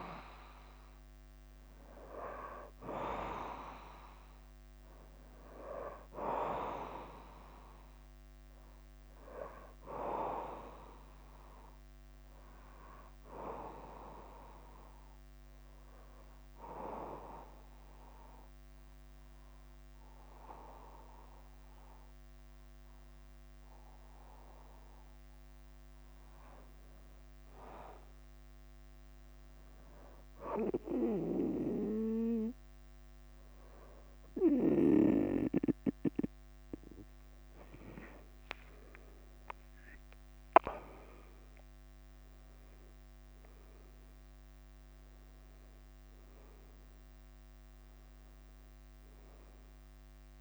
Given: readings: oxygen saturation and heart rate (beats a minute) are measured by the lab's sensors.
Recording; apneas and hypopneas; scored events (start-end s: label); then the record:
breathing in sleep by a microphone on the trachea; 1
0.00-50.41 s: bradycardia (device-marked, heart rate 42 extreme)
12.00-26.50 s: obstructive apnea (oxygen 99% before, 93% lowest, heart rate 49 before, 46 extreme, up 4 after)
16.00-31.00 s: oxygen desaturation (device-marked, oxygen 97% before, 93% lowest, heart rate 49 before, 47 extreme)
29.00-31.50 s: arousal
From the record:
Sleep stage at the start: N2 (light sleep); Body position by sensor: on the back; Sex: male